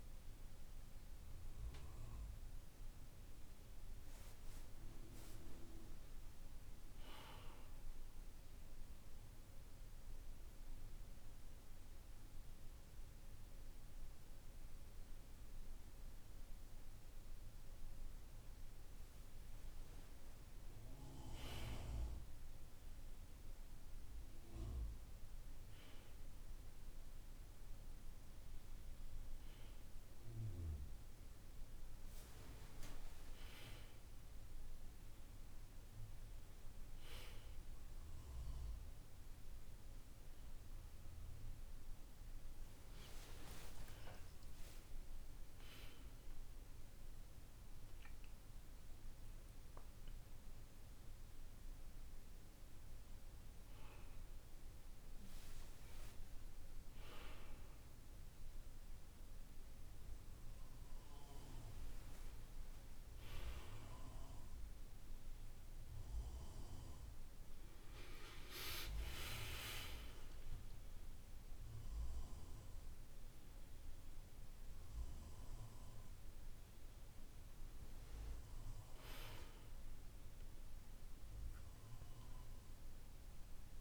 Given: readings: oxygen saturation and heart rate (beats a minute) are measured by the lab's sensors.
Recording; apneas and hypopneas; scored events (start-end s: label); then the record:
a person partly awake in a sleep study, by a room microphone; 1
7.50-18.00 s: central apnea (oxygen 98% before, 96% lowest, heart rate 57 before, 49 extreme, up 10 after)
20.50-23.50 s: arousal
44.00-74.00 s: new sleep stage, awake
74.00-83.81 s: new sleep stage, N1 (lightest sleep)
From the record:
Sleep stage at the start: N1 (lightest sleep); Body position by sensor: on the back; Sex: male